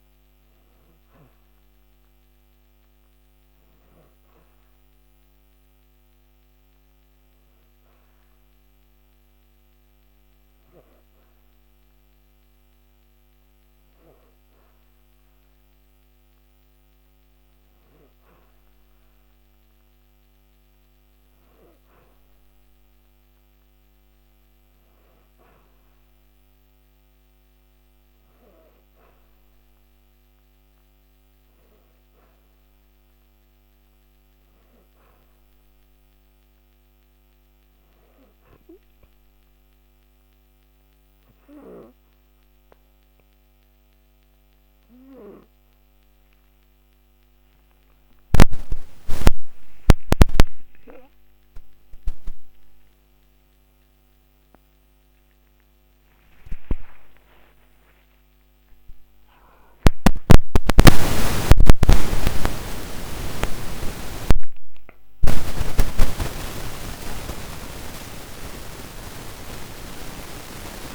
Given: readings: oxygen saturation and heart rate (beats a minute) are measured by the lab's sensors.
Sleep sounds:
a person partly awake in a sleep study, by a microphone on the trachea; none
38.00-68.00 s: new sleep stage, awake
68.00-70.95 s: new sleep stage, N1 (lightest sleep)
From the record:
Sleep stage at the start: N2 (light sleep); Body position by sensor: on the back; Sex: female

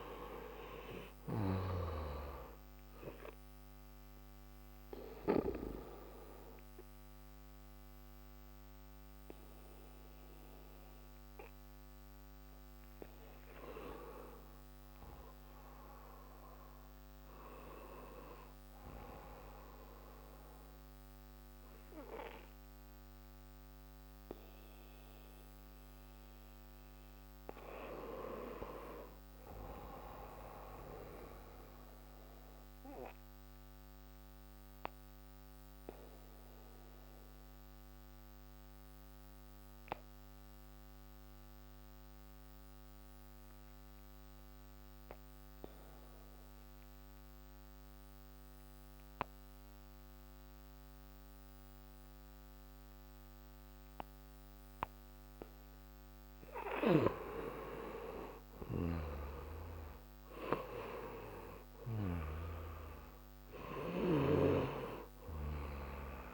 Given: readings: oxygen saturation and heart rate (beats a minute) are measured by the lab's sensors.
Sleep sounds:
breathing in sleep by a microphone on the trachea; 2
0.00-29.50 s: oxygen desaturation (device-marked, oxygen 85% lowest)
3.00-13.50 s: obstructive apnea (oxygen 100% before, 85% lowest)
14.50-18.00 s: arousal
21.00-56.00 s: obstructive apnea (oxygen 96% before, 85% lowest)
44.50-66.34 s: oxygen desaturation (device-marked, oxygen 99% before, 86% lowest)
58.50-62.50 s: arousal
From the record:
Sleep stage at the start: N2 (light sleep); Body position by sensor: on the back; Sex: male

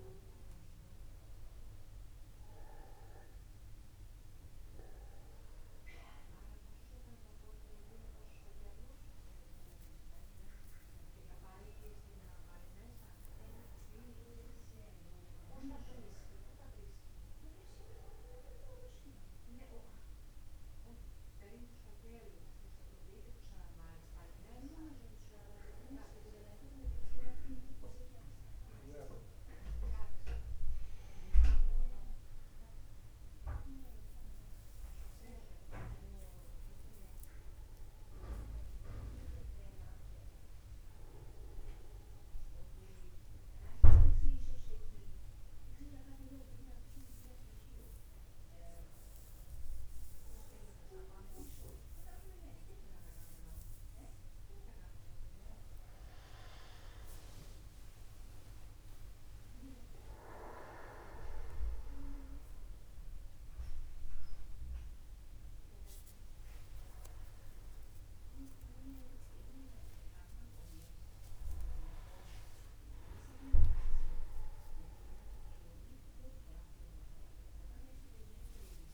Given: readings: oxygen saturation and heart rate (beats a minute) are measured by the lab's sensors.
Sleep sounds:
a person awake in a sleep study, by a room microphone; none
5.50-7.50 s: long interval between heartbeats (device-marked, heart rate 51 before, 58 extreme)
9.00-11.00 s: long interval between heartbeats (device-marked, heart rate 52 before, 67 extreme)
11.50-13.50 s: long interval between heartbeats (device-marked, heart rate 54 before, 68 extreme)
38.50-40.50 s: long interval between heartbeats (device-marked, heart rate 51 before, 59 extreme)
41.00-43.00 s: long interval between heartbeats (device-marked, heart rate 52 before, 68 extreme)
49.50-51.50 s: long interval between heartbeats (device-marked, heart rate 57 before, 69 extreme)
59.00-61.00 s: long interval between heartbeats (device-marked, heart rate 63 before, 61 extreme)
66.50-68.50 s: long interval between heartbeats (device-marked, heart rate 61 before, 65 extreme)
69.50-71.50 s: long interval between heartbeats (device-marked, heart rate 62 before, 83 extreme)
76.00-78.00 s: long interval between heartbeats (device-marked, heart rate 73 before, 65 extreme)
From the record:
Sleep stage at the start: awake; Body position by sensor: upright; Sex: male

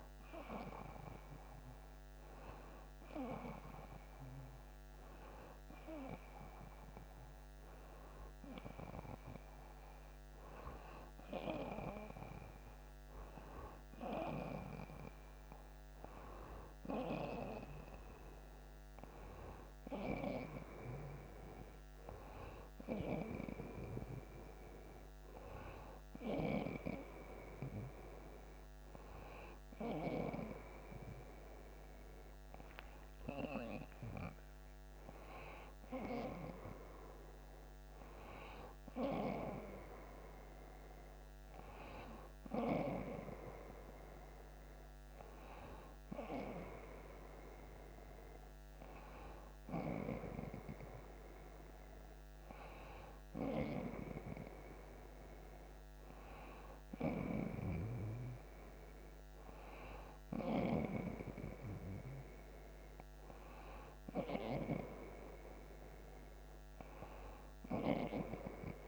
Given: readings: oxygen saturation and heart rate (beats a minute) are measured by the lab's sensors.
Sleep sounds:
breathing in sleep by a microphone on the trachea; none
59.00-68.88 s: new sleep stage, awake
From the record:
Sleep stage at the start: N1 (lightest sleep); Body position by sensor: on the right side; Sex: male

